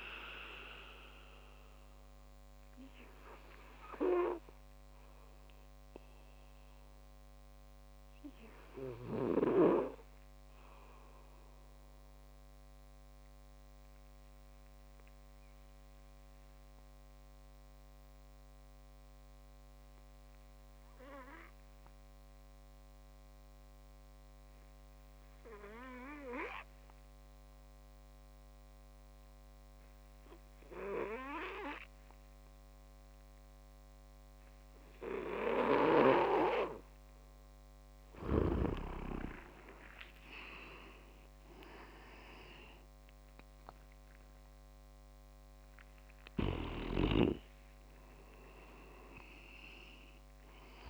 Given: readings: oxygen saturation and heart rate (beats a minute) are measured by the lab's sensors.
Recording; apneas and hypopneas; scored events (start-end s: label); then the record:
breathing in sleep by a microphone on the trachea; 1
0.00-3.50 s: oxygen desaturation (device-marked, oxygen 94% lowest)
2.50-37.00 s: obstructive apnea (oxygen 99% before, 92% lowest)
9.50-19.50 s: oxygen desaturation (device-marked, oxygen 96% before, 93% lowest)
37.50-50.90 s: oxygen desaturation (device-marked, oxygen 98% before, 94% lowest)
38.50-42.00 s: arousal
From the record:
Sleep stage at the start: N2 (light sleep); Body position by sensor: on the back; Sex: male